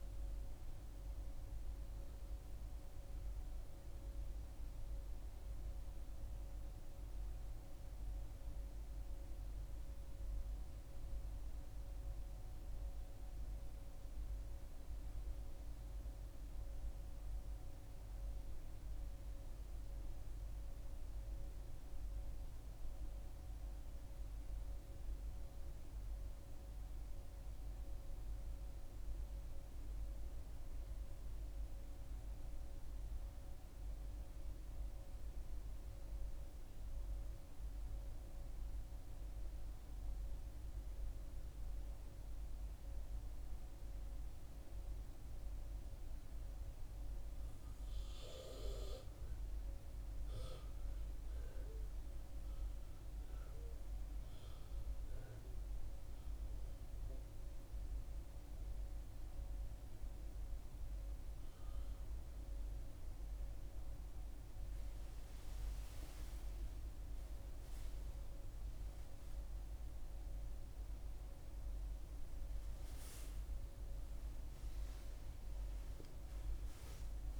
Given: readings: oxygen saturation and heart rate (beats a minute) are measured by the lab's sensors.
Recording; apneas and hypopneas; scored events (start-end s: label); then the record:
breathing in sleep, hard to hear, by a room microphone; none
none scored
From the record:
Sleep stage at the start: N1 (lightest sleep); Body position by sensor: on the back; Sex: female